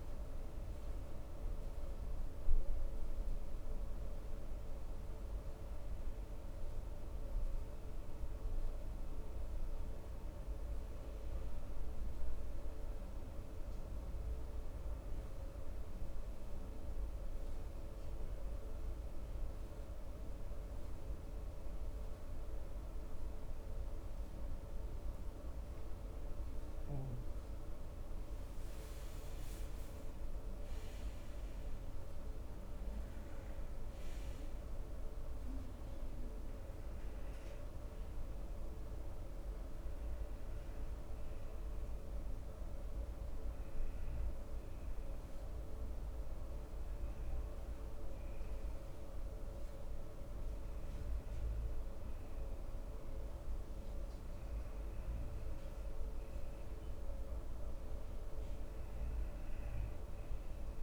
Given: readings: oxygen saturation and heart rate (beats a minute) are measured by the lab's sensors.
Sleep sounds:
breathing in sleep, hard to hear, by a room microphone; 2
6.50-60.82 s: new sleep stage, N2 (light sleep)
10.50-21.50 s: oxygen desaturation (device-marked, oxygen 95% before, 92% lowest, heart rate 103 before, 64 extreme)
13.50-29.00 s: mixed apnea (oxygen 95% before, 91% lowest, heart rate 93 before, 64 extreme, up 5 after)
31.00-35.00 s: arousal
35.50-46.50 s: oxygen desaturation (device-marked, oxygen 99% before, 95% lowest, heart rate 66 before, 66 extreme)
43.00-55.00 s: hypopnea (oxygen 99% before, 90% lowest, heart rate 67 before, 66 extreme, up 1 after)
48.50-60.82 s: oxygen desaturation (device-marked, oxygen 96% before, 92% lowest, heart rate 67 before, 66 extreme)
58.00-60.82 s: arousal
From the record:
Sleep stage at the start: N1 (lightest sleep); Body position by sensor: on the front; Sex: male

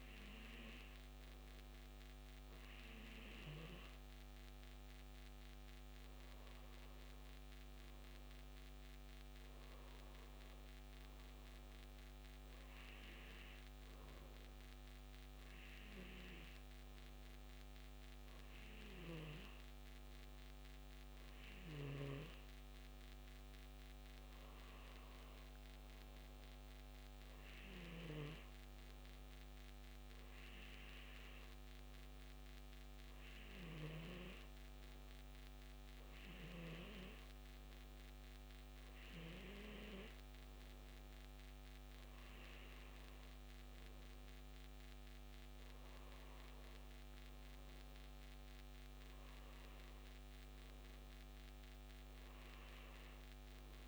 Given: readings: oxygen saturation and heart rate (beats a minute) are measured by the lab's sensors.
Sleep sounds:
breathing in sleep by a microphone on the trachea; none
42.50-53.88 s: new sleep stage, N2 (light sleep)
From the record:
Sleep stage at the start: N1 (lightest sleep); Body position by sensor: on the back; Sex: male

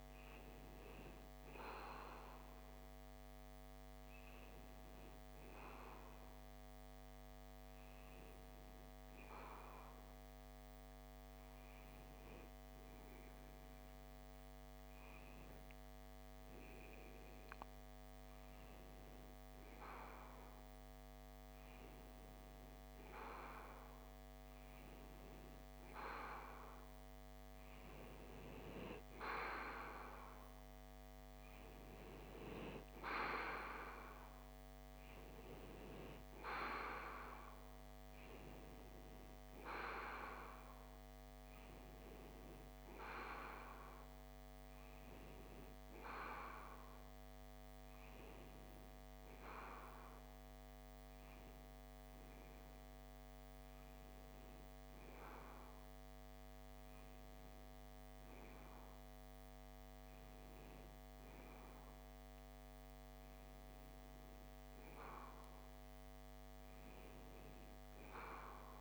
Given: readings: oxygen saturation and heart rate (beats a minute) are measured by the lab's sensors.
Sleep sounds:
breathing in sleep by a microphone on the trachea; 2
5.50-18.00 s: hypopnea (oxygen 94% before, 92% lowest)
19.50-23.00 s: arousal
25.00-42.00 s: oxygen desaturation (device-marked, oxygen 95% before, 92% lowest)
50.00-64.00 s: hypopnea (oxygen 95% before, 93% lowest)
67.00-68.81 s: arousal
From the record:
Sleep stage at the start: N2 (light sleep); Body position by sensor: on the left side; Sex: male

